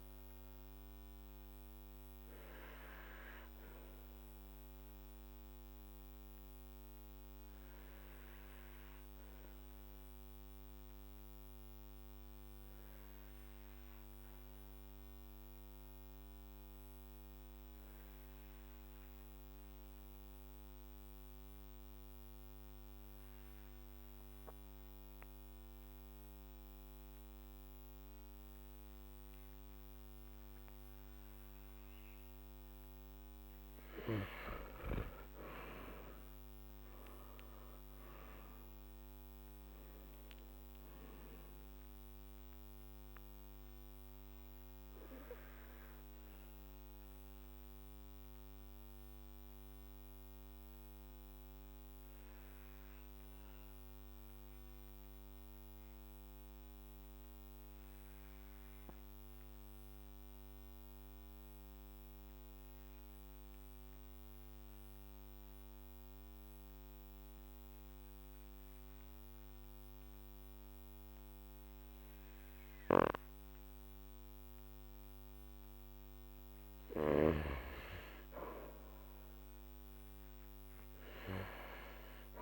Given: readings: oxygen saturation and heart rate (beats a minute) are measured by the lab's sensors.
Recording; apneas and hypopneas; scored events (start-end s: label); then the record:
breathing in sleep by a microphone on the trachea; 2
1.50-31.50 s: obstructive apnea (oxygen 97% before, 94% lowest, heart rate 53 before, 49 extreme, up 10 after)
35.50-39.50 s: arousal
43.50-75.50 s: obstructive apnea (oxygen 98% before, 94% lowest, heart rate 56 before, 49 extreme, up 6 after)
60.50-71.50 s: oxygen desaturation (device-marked, oxygen 97% before, 94% lowest, heart rate 54 before, 50 extreme)
72.50-77.50 s: snoring (device-marked)
78.00-81.00 s: arousal
From the record:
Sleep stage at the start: N2 (light sleep); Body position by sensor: on the back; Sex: male